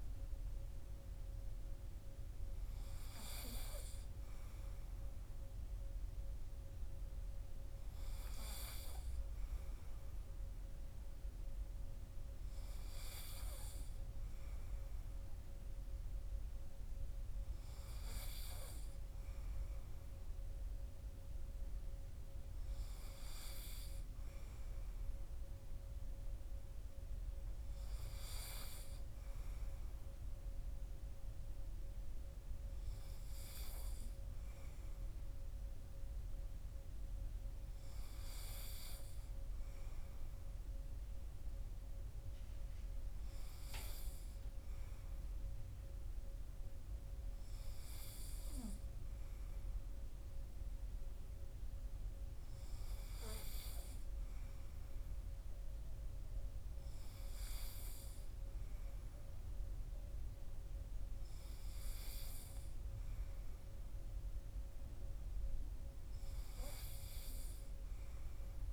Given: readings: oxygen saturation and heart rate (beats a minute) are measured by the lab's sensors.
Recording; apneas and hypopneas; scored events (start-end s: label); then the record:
breathing in sleep by a room microphone; none
none scored
From the record:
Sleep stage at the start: N3 (deep sleep); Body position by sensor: on the right side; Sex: male